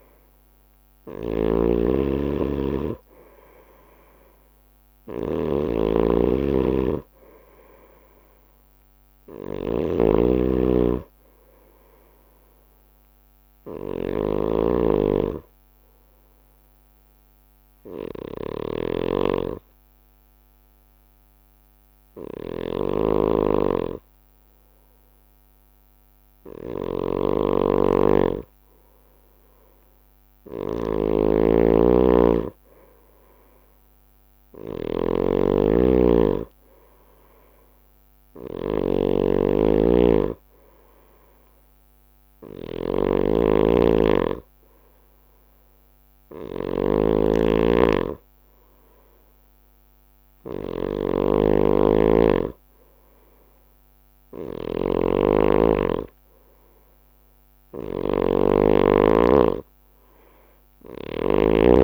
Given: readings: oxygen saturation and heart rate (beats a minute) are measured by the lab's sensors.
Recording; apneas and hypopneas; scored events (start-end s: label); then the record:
breathing in sleep by a microphone on the trachea; 1
0.00-61.84 s: snoring (device-marked)
9.50-13.50 s: arousal
16.50-27.00 s: hypopnea (oxygen 95% before, 93% lowest)
From the record:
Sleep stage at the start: N2 (light sleep); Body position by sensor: on the right side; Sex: male